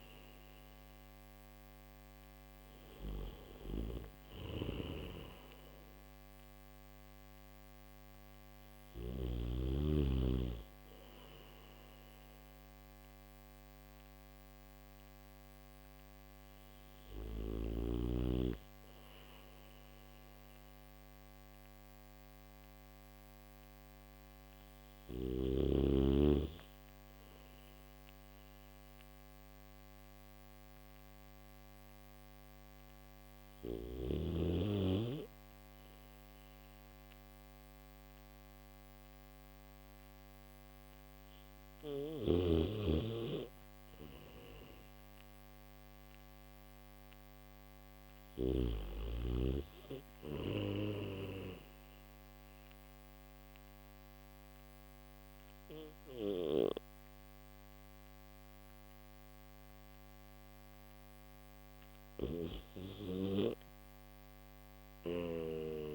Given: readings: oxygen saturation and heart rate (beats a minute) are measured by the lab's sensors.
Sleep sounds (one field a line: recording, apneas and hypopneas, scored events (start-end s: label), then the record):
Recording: breathing in sleep by a microphone on the trachea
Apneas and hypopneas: none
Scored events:
4.00-8.50 s: snoring (device-marked)
10.50-19.50 s: oxygen desaturation (device-marked, oxygen 96% before, 93% lowest, heart rate 73 before, 62 extreme)
41.50-48.00 s: snoring (device-marked)
From the record:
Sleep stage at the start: N1 (lightest sleep)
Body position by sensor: on the back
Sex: male